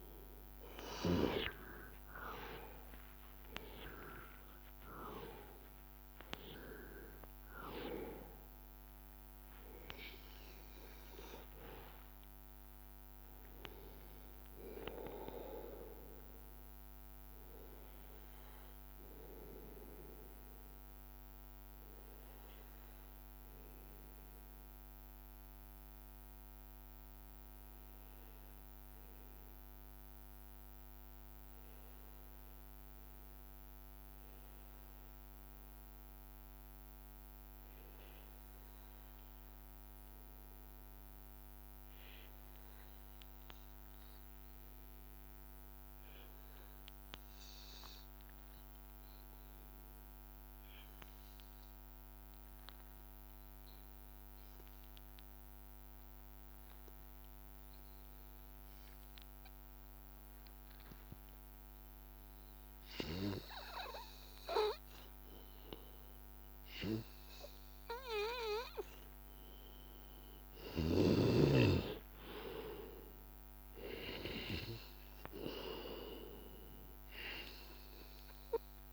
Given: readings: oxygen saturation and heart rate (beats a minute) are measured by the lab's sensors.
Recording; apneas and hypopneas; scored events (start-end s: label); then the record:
breathing in sleep by a microphone on the trachea; 1
0.00-21.00 s: oxygen desaturation (device-marked, oxygen 91% lowest, heart rate 82 extreme)
23.00-61.00 s: obstructive apnea (oxygen 99% before, 93% lowest, heart rate 85 before, 81 extreme, up 2 after)
44.00-78.92 s: oxygen desaturation (device-marked, oxygen 99% before, 93% lowest, heart rate 83 before, 81 extreme)
65.50-69.50 s: arousal
From the record:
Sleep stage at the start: N2 (light sleep); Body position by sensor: on the back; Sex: male